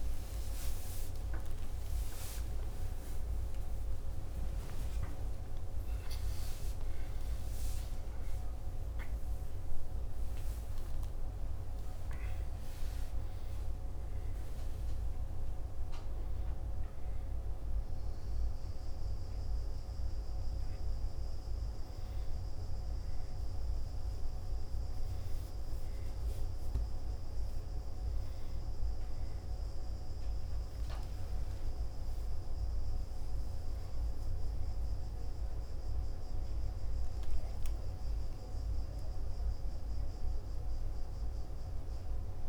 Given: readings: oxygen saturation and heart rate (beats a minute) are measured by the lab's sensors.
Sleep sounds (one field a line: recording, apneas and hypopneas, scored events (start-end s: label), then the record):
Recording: a person awake in a sleep study, hard to hear, by a room microphone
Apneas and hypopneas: none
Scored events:
1.00-3.00 s: long interval between heartbeats (device-marked, heart rate 64 before, 69 extreme)
12.00-21.00 s: oxygen desaturation (device-marked, oxygen 99% before, 93% lowest, heart rate 67 before, 59 extreme)
42.00-42.49 s: new sleep stage, N1 (lightest sleep)
From the record:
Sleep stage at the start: awake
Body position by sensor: on the back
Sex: male